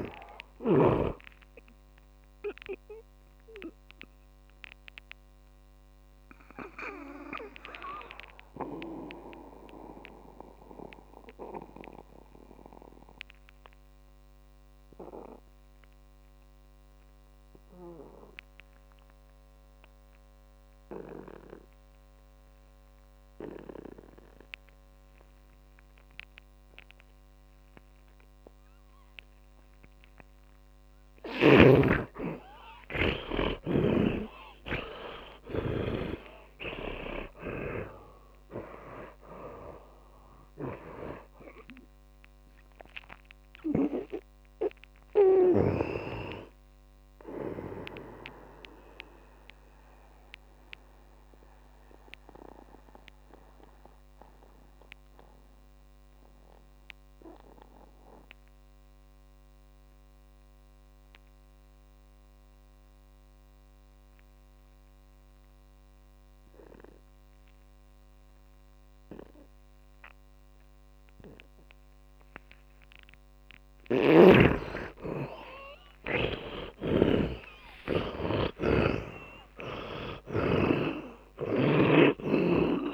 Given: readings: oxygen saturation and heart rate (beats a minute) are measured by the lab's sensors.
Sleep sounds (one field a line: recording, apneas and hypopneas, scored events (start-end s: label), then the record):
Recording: breathing in sleep by a microphone on the trachea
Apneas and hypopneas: 2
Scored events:
0.00-24.50 s: oxygen desaturation (device-marked, oxygen 76% lowest)
4.50-32.00 s: mixed apnea (oxygen 100% before, 76% lowest)
33.00-37.50 s: arousal
38.50-58.50 s: oxygen desaturation (device-marked, oxygen 100% before, 78% lowest)
50.00-73.00 s: mixed apnea (oxygen 100% before, 78% lowest)
70.50-82.94 s: oxygen desaturation (device-marked, oxygen 100% before, 82% lowest)
75.50-81.00 s: arousal
79.00-82.50 s: snoring (device-marked)
From the record:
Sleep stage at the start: N2 (light sleep)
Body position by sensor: on the back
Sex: male